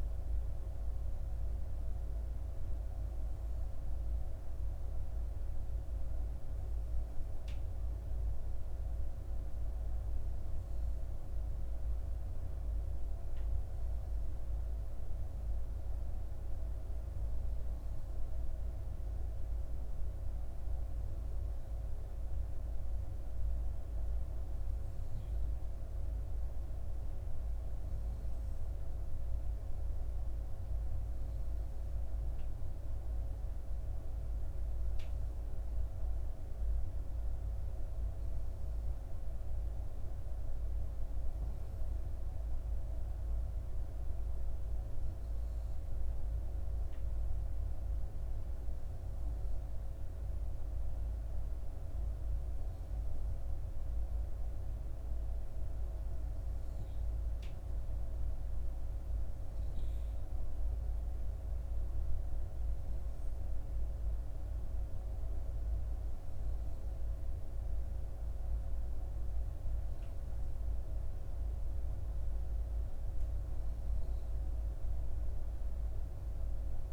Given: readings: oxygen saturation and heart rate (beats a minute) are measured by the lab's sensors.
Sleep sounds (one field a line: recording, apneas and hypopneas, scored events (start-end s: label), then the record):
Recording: breathing in sleep, hard to hear, by a room microphone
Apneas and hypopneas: none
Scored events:
none scored
From the record:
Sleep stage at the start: N2 (light sleep)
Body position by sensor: on the back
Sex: female